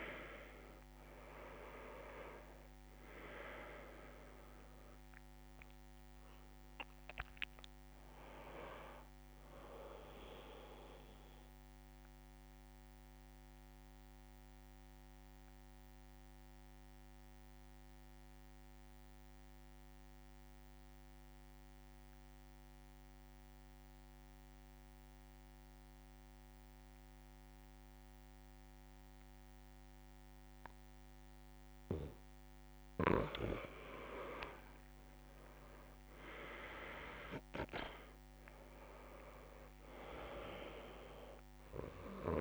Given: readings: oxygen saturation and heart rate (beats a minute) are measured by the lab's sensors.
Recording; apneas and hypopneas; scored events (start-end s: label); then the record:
breathing in sleep by a microphone on the trachea; 1
0.00-1.50 s: arousal
0.00-22.00 s: oxygen desaturation (device-marked, oxygen 87% lowest)
11.00-31.00 s: mixed apnea (oxygen 99% before, 87% lowest)
33.50-36.50 s: arousal
36.00-42.41 s: oxygen desaturation (device-marked, oxygen 98% before, 89% lowest)
From the record:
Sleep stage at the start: N2 (light sleep); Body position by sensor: on the back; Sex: male